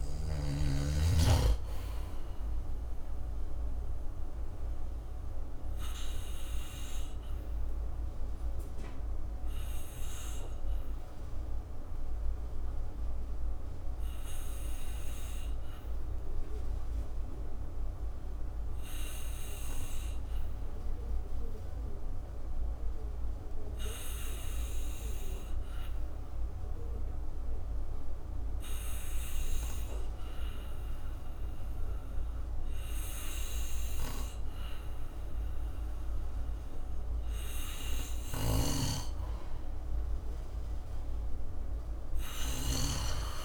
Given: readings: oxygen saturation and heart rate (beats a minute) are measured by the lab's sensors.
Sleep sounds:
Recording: breathing in sleep by a room microphone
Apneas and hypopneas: 1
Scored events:
0.00-2.00 s: arousal
8.00-36.50 s: obstructive apnea (oxygen 98% before, 89% lowest, heart rate 60 before, 53 extreme, up 4 after)
35.50-43.45 s: oxygen desaturation (device-marked, oxygen 97% before, 90% lowest, heart rate 57 before, 58 extreme)
38.50-43.00 s: snoring (device-marked)
40.00-42.50 s: arousal
From the record:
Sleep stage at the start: N2 (light sleep)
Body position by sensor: on the back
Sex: male

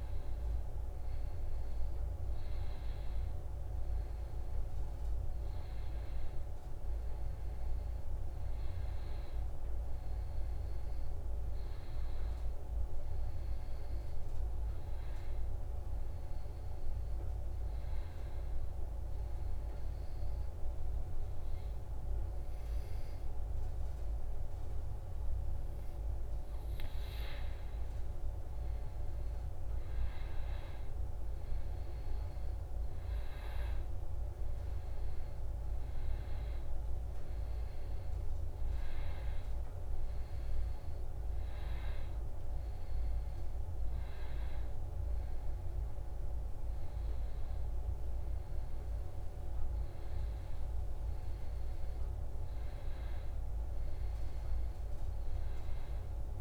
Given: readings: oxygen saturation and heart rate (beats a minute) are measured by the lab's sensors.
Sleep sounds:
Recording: breathing in sleep, hard to hear, by a room microphone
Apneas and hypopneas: none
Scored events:
none scored
From the record:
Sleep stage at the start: N1 (lightest sleep)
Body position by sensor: on the back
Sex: male

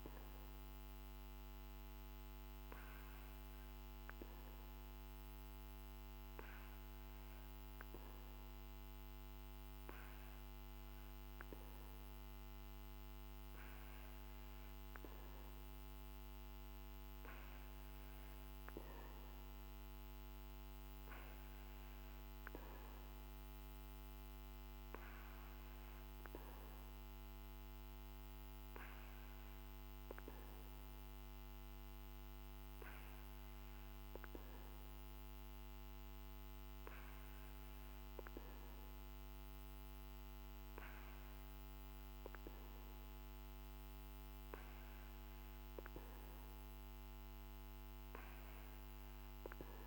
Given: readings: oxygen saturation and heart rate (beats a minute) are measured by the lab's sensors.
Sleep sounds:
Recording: breathing in sleep, hard to hear, by a microphone on the trachea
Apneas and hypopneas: none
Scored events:
none scored
From the record:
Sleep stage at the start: N2 (light sleep)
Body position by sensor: on the back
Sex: male

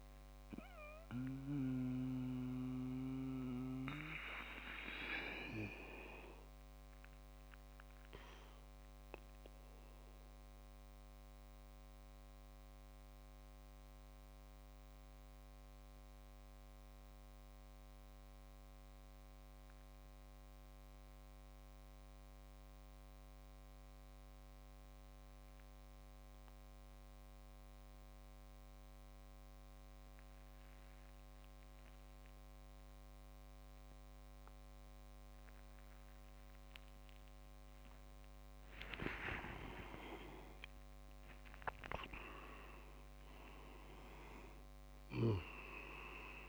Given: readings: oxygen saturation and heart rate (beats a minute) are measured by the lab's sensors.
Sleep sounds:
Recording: breathing in sleep by a microphone on the trachea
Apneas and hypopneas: 1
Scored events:
0.50-38.50 s: mixed apnea (oxygen 98% before, 94% lowest)
36.50-46.49 s: oxygen desaturation (device-marked, oxygen 99% before, 94% lowest)
39.00-40.50 s: leg movement (device-marked)
40.00-44.50 s: arousal
From the record:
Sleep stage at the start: N2 (light sleep)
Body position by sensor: on the back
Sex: male

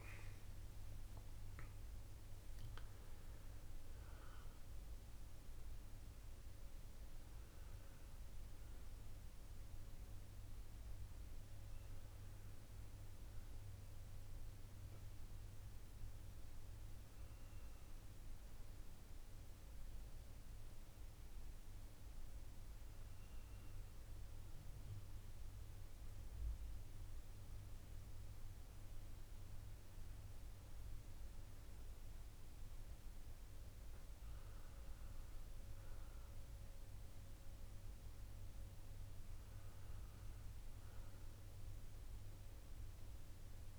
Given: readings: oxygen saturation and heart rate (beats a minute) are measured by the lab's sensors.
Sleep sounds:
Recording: a person awake in a sleep study, hard to hear, by a room microphone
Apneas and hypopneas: none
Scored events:
0.00-1.50 s: oxygen desaturation (device-marked, oxygen 93% lowest, heart rate 51 extreme)
From the record:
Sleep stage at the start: awake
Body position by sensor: on the back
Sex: male

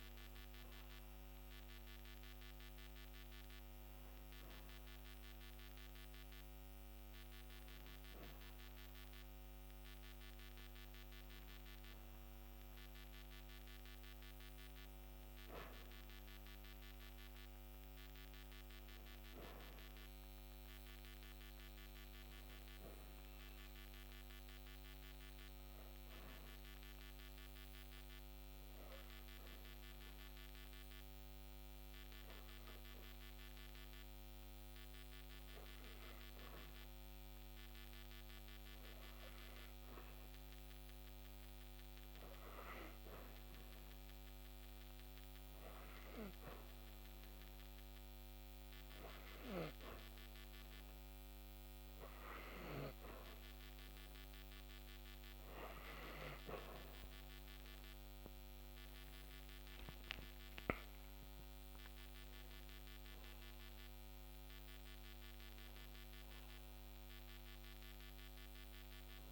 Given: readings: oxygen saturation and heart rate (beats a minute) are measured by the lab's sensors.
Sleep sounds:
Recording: breathing in sleep by a microphone on the trachea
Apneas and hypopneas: 1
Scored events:
22.50-39.50 s: obstructive apnea (oxygen 97% before, 92% lowest)
37.50-57.50 s: oxygen desaturation (device-marked, oxygen 97% before, 92% lowest)
41.50-45.00 s: arousal
67.00-69.32 s: arousal
From the record:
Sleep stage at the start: N2 (light sleep)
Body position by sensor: on the back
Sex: female

